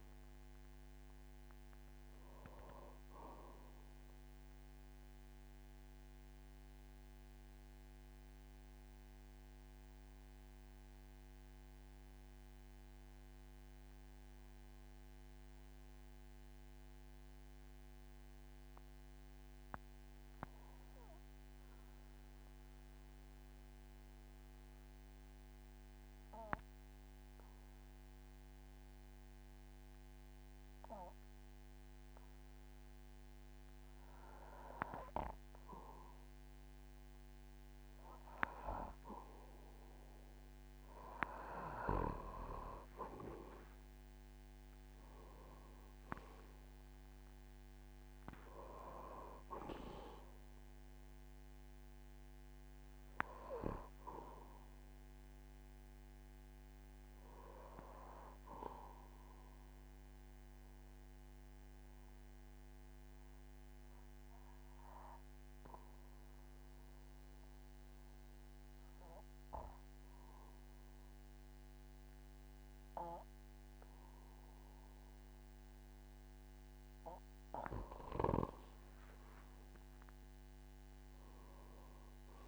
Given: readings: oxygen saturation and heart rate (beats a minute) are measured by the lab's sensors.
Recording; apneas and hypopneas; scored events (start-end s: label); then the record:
breathing in sleep by a microphone on the trachea; 2
0.00-25.50 s: oxygen desaturation (device-marked, oxygen 90% lowest, heart rate 44 extreme)
5.00-35.50 s: mixed apnea (oxygen 98% before, 90% lowest, heart rate 56 before, 44 extreme, up 7 after)
36.50-39.00 s: arousal
44.50-73.50 s: oxygen desaturation (device-marked, oxygen 98% before, 92% lowest, heart rate 53 before, 47 extreme)
59.00-77.00 s: obstructive apnea (oxygen 99% before, 92% lowest, heart rate 57 before, 46 extreme, up 11 after)
From the record:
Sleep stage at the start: N2 (light sleep); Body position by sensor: on the back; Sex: male